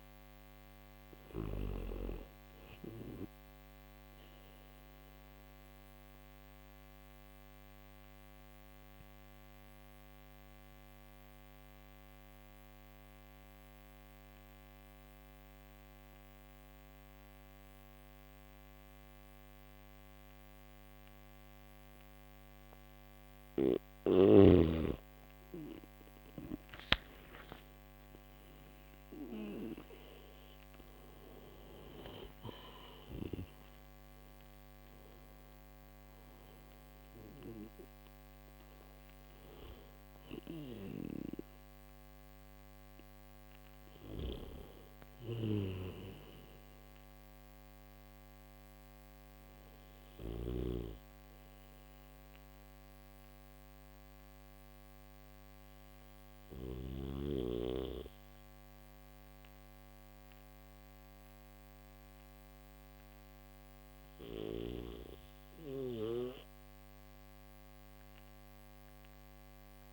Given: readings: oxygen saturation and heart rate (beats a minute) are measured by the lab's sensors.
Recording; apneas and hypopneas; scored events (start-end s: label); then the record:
breathing in sleep by a microphone on the trachea; none
0.00-1.50 s: snoring (device-marked)
From the record:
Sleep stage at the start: N3 (deep sleep); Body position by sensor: on the back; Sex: male